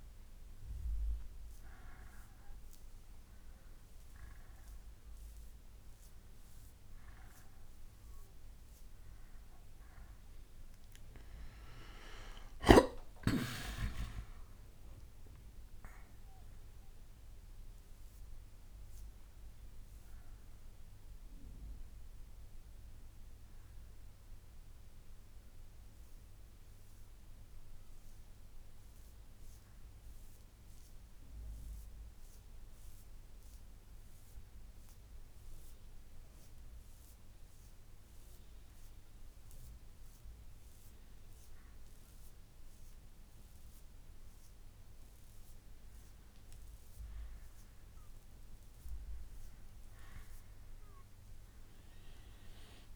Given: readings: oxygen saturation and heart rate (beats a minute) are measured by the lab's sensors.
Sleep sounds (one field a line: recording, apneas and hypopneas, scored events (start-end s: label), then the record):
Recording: breathing in sleep by a room microphone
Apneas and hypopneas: 1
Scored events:
11.00-14.50 s: arousal
23.00-43.00 s: hypopnea (oxygen 96% before, 91% lowest, heart rate 70 before, 64 extreme, up 2 after)
42.50-52.96 s: oxygen desaturation (device-marked, oxygen 96% before, 93% lowest, heart rate 67 before, 63 extreme)
45.50-49.00 s: arousal
From the record:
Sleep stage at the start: N2 (light sleep)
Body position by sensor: on the back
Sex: male